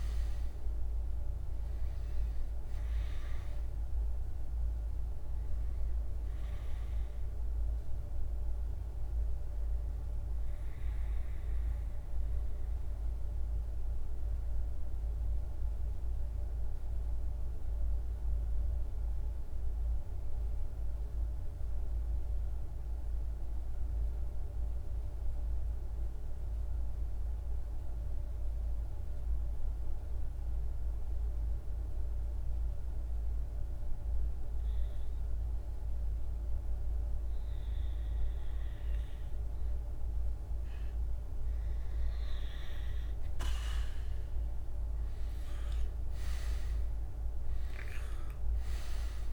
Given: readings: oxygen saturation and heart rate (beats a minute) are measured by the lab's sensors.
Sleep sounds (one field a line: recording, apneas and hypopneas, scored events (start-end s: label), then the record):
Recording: breathing in sleep, hard to hear, by a room microphone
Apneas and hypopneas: 1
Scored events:
0.00-20.50 s: oxygen desaturation (device-marked, oxygen 93% lowest, heart rate 51 extreme)
15.50-34.00 s: mixed apnea (oxygen 98% before, 91% lowest, heart rate 56 before, 51 extreme, up 1 after)
37.50-49.33 s: oxygen desaturation (device-marked, oxygen 99% before, 91% lowest, heart rate 51 before, 52 extreme)
43.50-48.50 s: arousal
From the record:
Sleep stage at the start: REM sleep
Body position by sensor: on the back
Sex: male